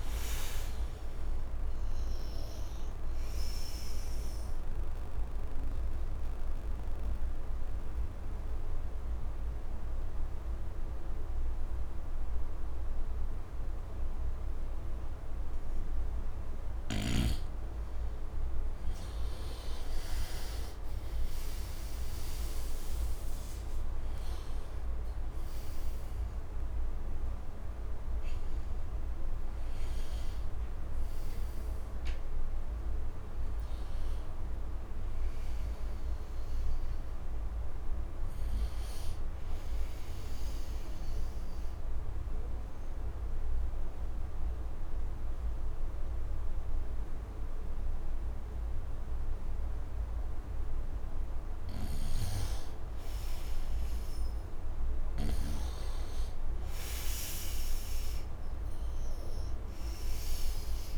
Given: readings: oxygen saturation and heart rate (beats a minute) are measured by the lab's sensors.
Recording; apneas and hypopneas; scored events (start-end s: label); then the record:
breathing in sleep, hard to hear, by a room microphone; 2
0.00-18.00 s: oxygen desaturation (device-marked, oxygen 85% lowest, heart rate 73 extreme)
5.50-17.00 s: obstructive apnea (oxygen 98% before, 85% lowest, heart rate 77 before, 74 extreme, up 6 after)
20.00-24.00 s: arousal
29.00-46.00 s: oxygen desaturation (device-marked, oxygen 98% before, 88% lowest, heart rate 78 before, 73 extreme)
41.00-52.50 s: obstructive apnea (oxygen 98% before, 86% lowest, heart rate 80 before, 74 extreme, up 7 after)
52.00-55.50 s: snoring (device-marked)
54.00-58.00 s: arousal
56.00-60.98 s: oxygen desaturation (device-marked, oxygen 99% before, 91% lowest, heart rate 74 before, 76 extreme)
From the record:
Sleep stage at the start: N2 (light sleep); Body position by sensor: on the right side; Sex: male